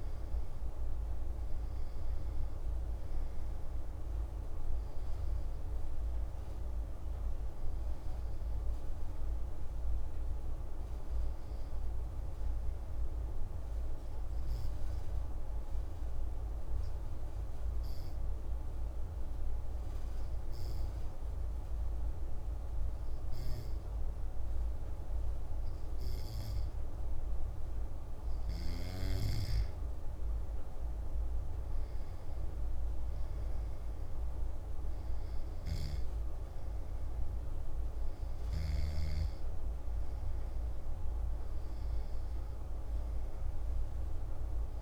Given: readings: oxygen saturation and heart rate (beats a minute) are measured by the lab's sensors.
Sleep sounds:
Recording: breathing in sleep, hard to hear, by a room microphone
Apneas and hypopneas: 1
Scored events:
14.00-26.50 s: obstructive apnea (oxygen 97% before, 94% lowest, heart rate 143 before, 40 extreme)
28.50-32.50 s: arousal
From the record:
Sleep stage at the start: N2 (light sleep)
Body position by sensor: on the back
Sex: male

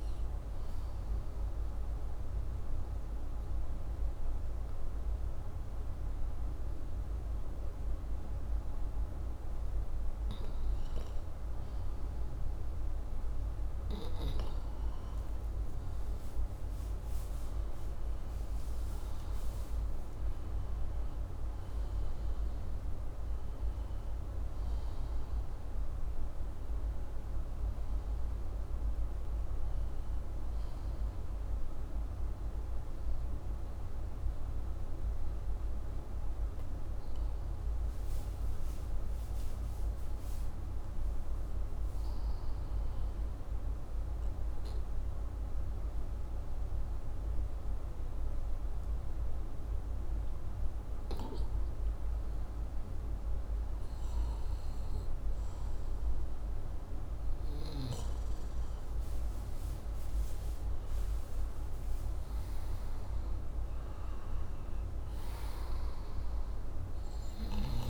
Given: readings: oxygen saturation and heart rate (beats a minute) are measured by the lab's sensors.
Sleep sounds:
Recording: breathing in sleep, hard to hear, by a room microphone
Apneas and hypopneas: 1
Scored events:
0.00-3.00 s: oxygen desaturation (device-marked, oxygen 88% lowest, heart rate 61 extreme)
17.00-43.00 s: oxygen desaturation (device-marked, oxygen 97% before, 91% lowest, heart rate 64 before, 64 extreme)
44.00-55.00 s: hypopnea (oxygen 97% before, 91% lowest, heart rate 116 before, 146 extreme)
58.50-62.50 s: arousal
64.00-67.89 s: oxygen desaturation (device-marked, oxygen 96% before, 91% lowest, heart rate 194 before, 74 extreme)
From the record:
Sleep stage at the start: N2 (light sleep)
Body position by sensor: upright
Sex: male

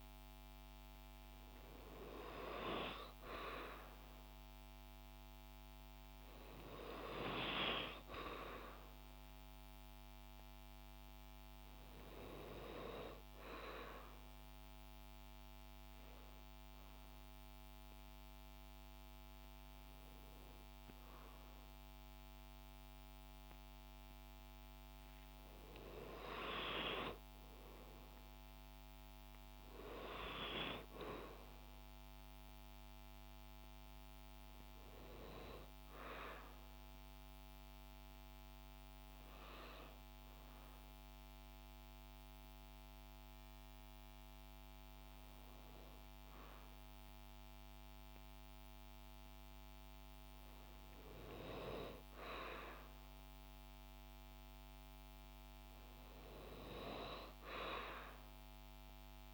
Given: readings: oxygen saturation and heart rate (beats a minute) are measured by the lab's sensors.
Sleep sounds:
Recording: breathing in sleep by a microphone on the trachea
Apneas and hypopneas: none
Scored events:
4.50-21.50 s: oxygen desaturation (device-marked, oxygen 96% before, 92% lowest, heart rate 55 before, 53 extreme)
From the record:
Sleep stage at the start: N2 (light sleep)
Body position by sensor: on the back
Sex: female

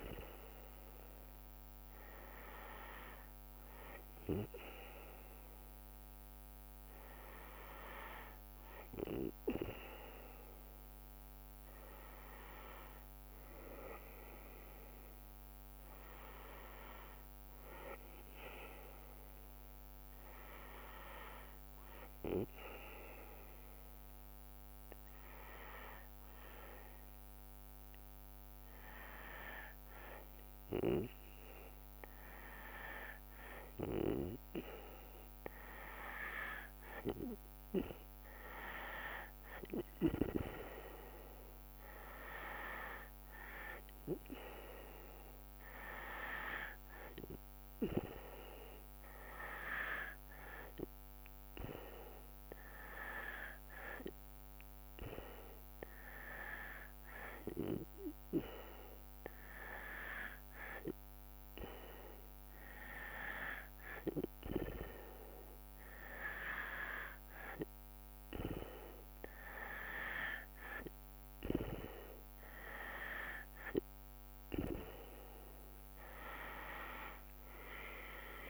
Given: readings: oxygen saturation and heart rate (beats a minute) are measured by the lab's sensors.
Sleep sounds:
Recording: breathing in sleep by a microphone on the trachea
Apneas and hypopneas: none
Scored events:
3.00-16.00 s: drop in pulse transit time (device-marked, heart rate 72 before, 67 extreme)
76.00-78.50 s: drop in pulse transit time (device-marked, heart rate 72 before, 76 extreme)
76.50-78.50 s: arousal
From the record:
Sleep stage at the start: N2 (light sleep)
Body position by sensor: on the back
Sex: female

